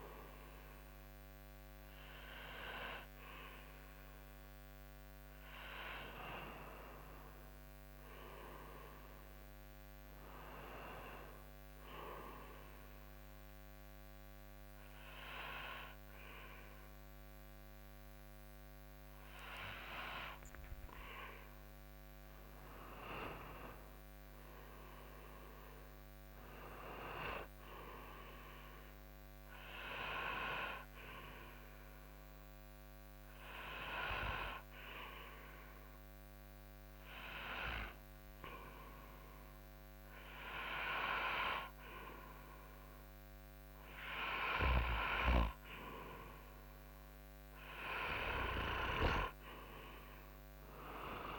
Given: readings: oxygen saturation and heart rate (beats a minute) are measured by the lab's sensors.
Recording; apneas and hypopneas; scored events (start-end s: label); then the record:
breathing in sleep by a microphone on the trachea; 1
22.50-26.50 s: arousal
29.00-47.00 s: hypopnea (oxygen 98% before, 93% lowest)
From the record:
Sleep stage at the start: N2 (light sleep); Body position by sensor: on the front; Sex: male